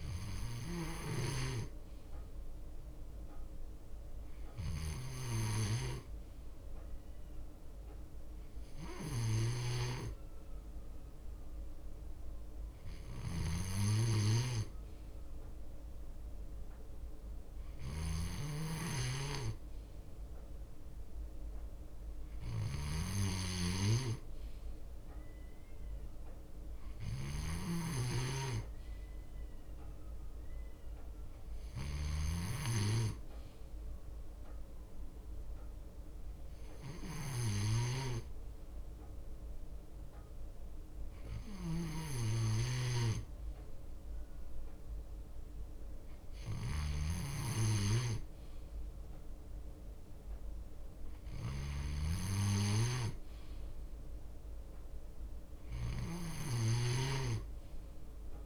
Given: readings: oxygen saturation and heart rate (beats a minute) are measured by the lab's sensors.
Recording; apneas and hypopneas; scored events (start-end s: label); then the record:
breathing in sleep by a room microphone; none
5.00-7.50 s: leg movement (device-marked)
9.00-12.00 s: bradycardia (device-marked, heart rate 59 before, 60 extreme)
9.00-15.00 s: leg movement (device-marked)
13.00-15.00 s: bradycardia (device-marked, heart rate 59 before, 59 extreme)
18.00-20.00 s: bradycardia (device-marked, heart rate 59 before, 60 extreme)
18.50-58.46 s: snoring (device-marked)
21.50-28.50 s: leg movement (device-marked)
23.00-31.00 s: bradycardia (device-marked, heart rate 59 before, 59 extreme)
32.00-34.50 s: leg movement (device-marked)
35.50-40.00 s: leg movement (device-marked)
41.50-43.50 s: leg movement (device-marked)
From the record:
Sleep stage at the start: N2 (light sleep); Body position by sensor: on the left side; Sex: male